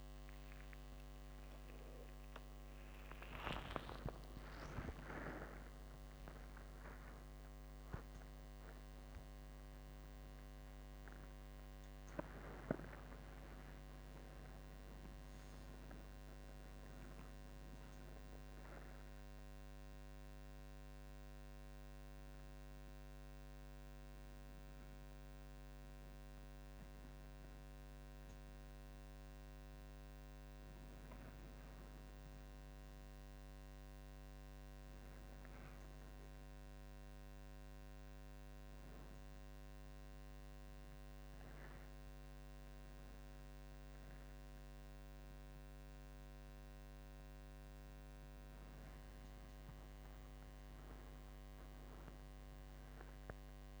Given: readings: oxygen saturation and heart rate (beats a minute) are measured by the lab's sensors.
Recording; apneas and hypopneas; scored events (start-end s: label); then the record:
a person awake in a sleep study, hard to hear, by a microphone on the trachea; none
none scored
From the record:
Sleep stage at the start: awake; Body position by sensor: upright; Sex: male